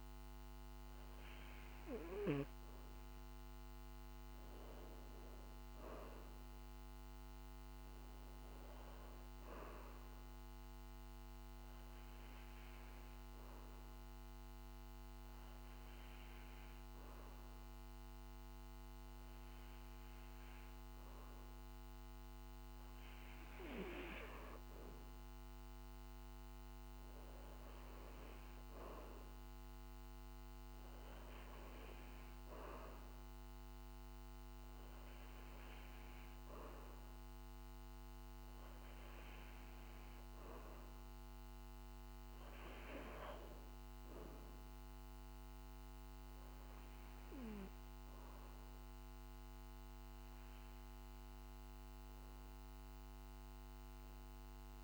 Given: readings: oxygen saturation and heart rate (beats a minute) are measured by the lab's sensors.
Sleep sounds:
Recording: breathing in sleep by a microphone on the trachea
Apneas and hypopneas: 1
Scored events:
5.00-8.00 s: arousal
11.00-23.00 s: obstructive apnea (oxygen 96% before, 94% lowest, heart rate 51 before, 49 extreme, up 5 after)
25.50-29.00 s: arousal
From the record:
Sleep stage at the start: N2 (light sleep)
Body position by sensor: on the back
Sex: male

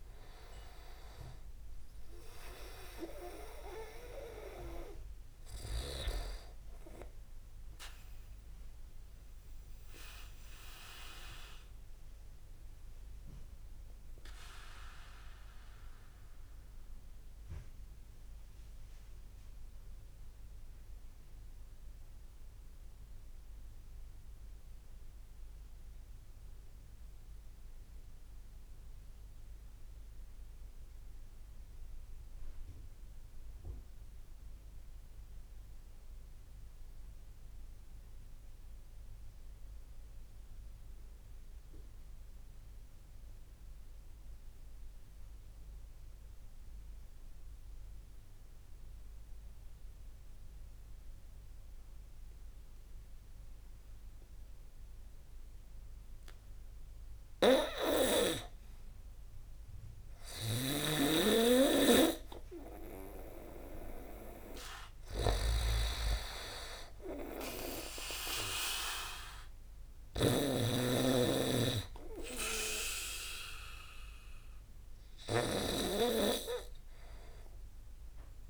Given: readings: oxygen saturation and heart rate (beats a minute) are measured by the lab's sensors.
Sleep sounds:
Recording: breathing in sleep by a room microphone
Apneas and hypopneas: 1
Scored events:
0.00-10.00 s: oxygen desaturation (device-marked, oxygen 92% lowest)
2.00-78.50 s: new sleep stage, REM sleep
8.00-56.00 s: obstructive apnea (oxygen 99% before, 87% lowest)
49.00-78.50 s: oxygen desaturation (device-marked, oxygen 99% before, 87% lowest)
58.00-62.50 s: arousal
60.50-76.00 s: snoring (device-marked)
From the record:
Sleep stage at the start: N2 (light sleep)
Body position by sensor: on the back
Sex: male

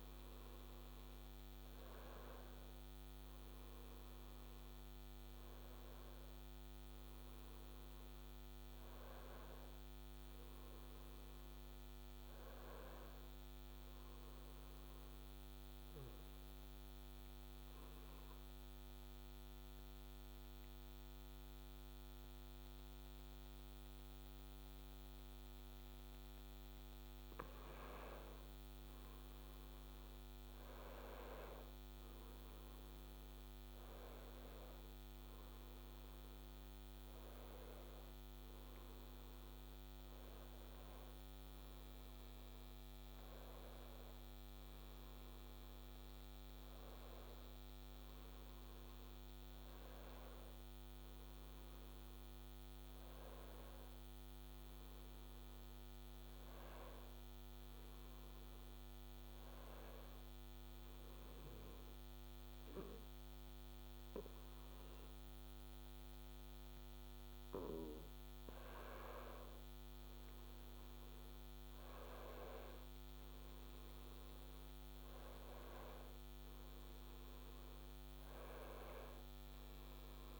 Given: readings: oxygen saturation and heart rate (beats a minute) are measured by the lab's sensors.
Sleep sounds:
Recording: breathing in sleep, hard to hear, by a microphone on the trachea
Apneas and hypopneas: 2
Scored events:
7.00-10.50 s: arousal
14.50-27.00 s: obstructive apnea (oxygen 97% before, 93% lowest, heart rate 70 before, 63 extreme, up 6 after)
29.50-34.50 s: arousal
34.00-54.00 s: oxygen desaturation (device-marked, oxygen 96% before, 93% lowest, heart rate 66 before, 67 extreme)
57.00-68.00 s: hypopnea (oxygen 97% before, 94% lowest, heart rate 69 before, 67 extreme, up 3 after)
70.00-73.50 s: arousal
From the record:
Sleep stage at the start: N2 (light sleep)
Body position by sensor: on the back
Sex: male

